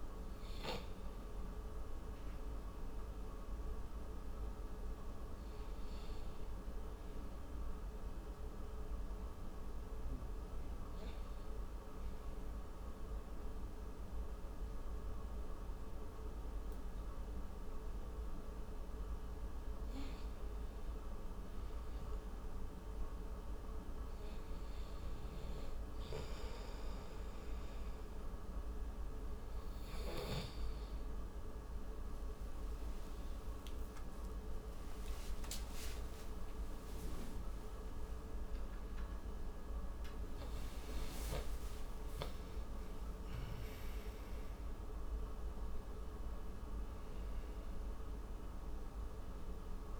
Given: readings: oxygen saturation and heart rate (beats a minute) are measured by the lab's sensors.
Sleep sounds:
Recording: a person partly awake in a sleep study, hard to hear, by a room microphone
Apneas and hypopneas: none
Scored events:
0.00-6.50 s: tachycardia (device-marked)
3.50-50.00 s: new sleep stage, N2 (light sleep)
28.50-44.50 s: tachycardia (device-marked, heart rate 30 before, 198 extreme)
35.00-41.00 s: arousal
35.00-41.50 s: snoring (device-marked)
From the record:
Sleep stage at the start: awake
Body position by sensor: on the right side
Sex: male

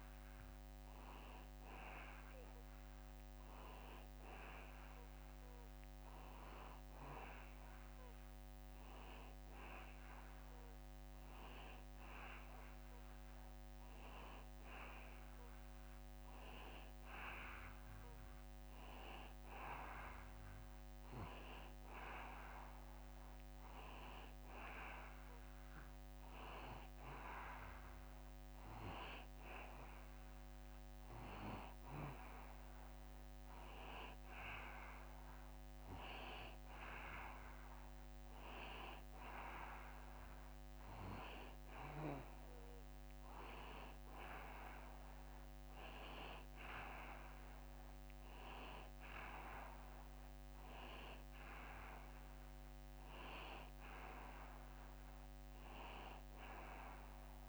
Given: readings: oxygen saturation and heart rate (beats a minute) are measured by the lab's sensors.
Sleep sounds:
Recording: breathing in sleep by a microphone on the trachea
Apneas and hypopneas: none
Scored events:
none scored
From the record:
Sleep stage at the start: N2 (light sleep)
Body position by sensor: on the back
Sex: male

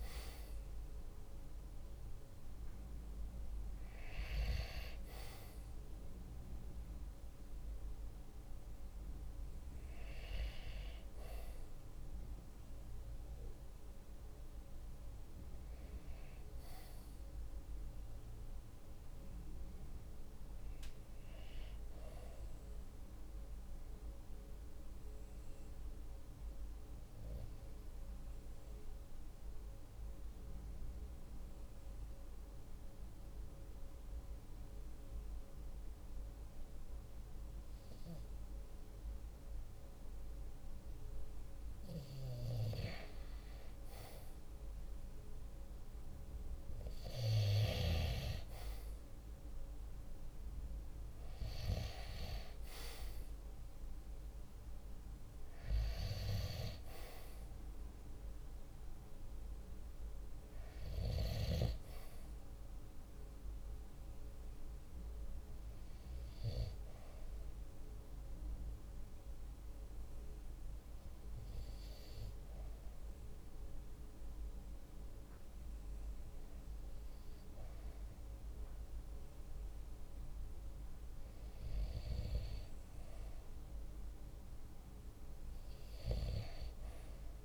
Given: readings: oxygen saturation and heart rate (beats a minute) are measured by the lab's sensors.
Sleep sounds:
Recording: breathing in sleep by a room microphone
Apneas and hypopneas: 2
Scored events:
22.50-41.00 s: obstructive apnea (oxygen 95% before, 94% lowest, heart rate 48 before, 47 extreme, up 1 after)
42.50-46.00 s: arousal
56.00-74.00 s: oxygen desaturation (device-marked, oxygen 97% before, 94% lowest, heart rate 48 before, 46 extreme)
63.00-80.50 s: hypopnea (oxygen 97% before, 94% lowest, heart rate 48 before, 46 extreme, up 1 after)
From the record:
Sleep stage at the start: REM sleep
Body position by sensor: on the right side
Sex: male

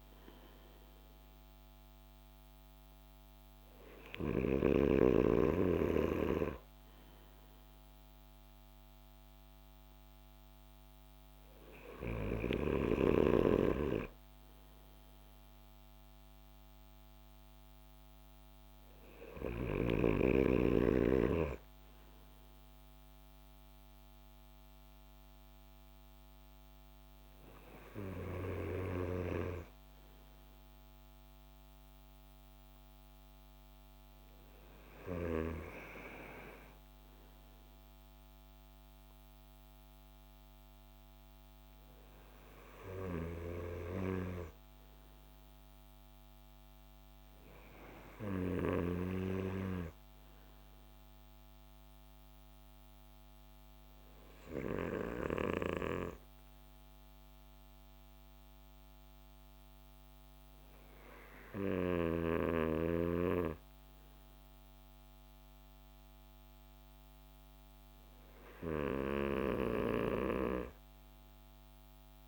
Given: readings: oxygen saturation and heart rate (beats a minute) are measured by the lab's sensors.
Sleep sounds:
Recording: breathing in sleep by a microphone on the trachea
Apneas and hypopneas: none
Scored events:
none scored
From the record:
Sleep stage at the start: N2 (light sleep)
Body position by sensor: on the back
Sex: male

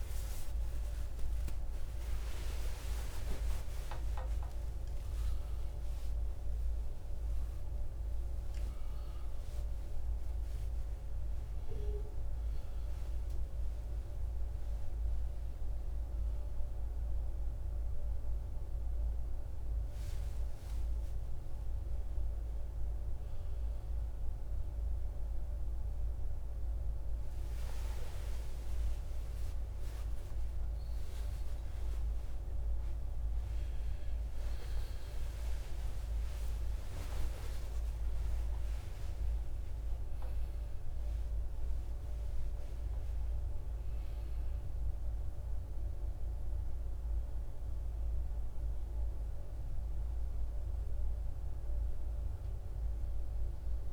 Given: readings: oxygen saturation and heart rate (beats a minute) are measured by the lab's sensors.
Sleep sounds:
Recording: a person awake in a sleep study, hard to hear, by a room microphone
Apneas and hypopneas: none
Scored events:
31.50-53.93 s: new sleep stage, N2 (light sleep)
From the record:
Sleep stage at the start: awake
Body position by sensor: on the right side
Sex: male

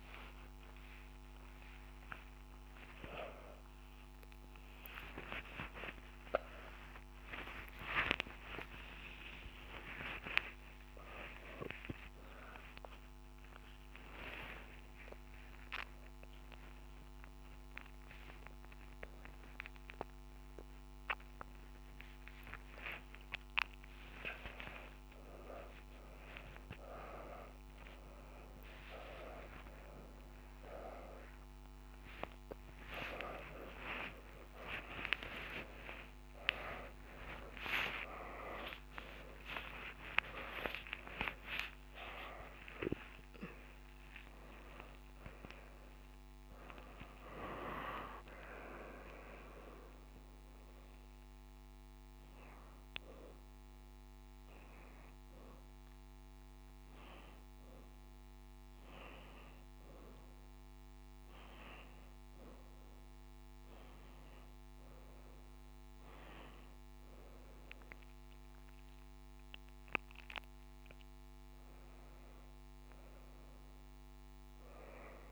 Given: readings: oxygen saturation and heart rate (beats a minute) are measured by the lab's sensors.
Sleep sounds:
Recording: a person awake in a sleep study, by a microphone on the trachea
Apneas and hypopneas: none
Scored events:
2.00-10.00 s: tachycardia (device-marked, heart rate 90 before, 120 extreme)
21.00-27.00 s: tachycardia (device-marked, heart rate 91 before, 104 extreme)
30.00-40.00 s: tachycardia (device-marked, heart rate 91 before, 136 extreme)
50.00-57.00 s: oxygen desaturation (device-marked, oxygen 99% before, 94% lowest, heart rate 109 before, 87 extreme)
70.00-75.31 s: oxygen desaturation (device-marked, oxygen 98% before, 92% lowest, heart rate 91 before, 83 extreme)
From the record:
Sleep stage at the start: awake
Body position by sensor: on the back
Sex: female

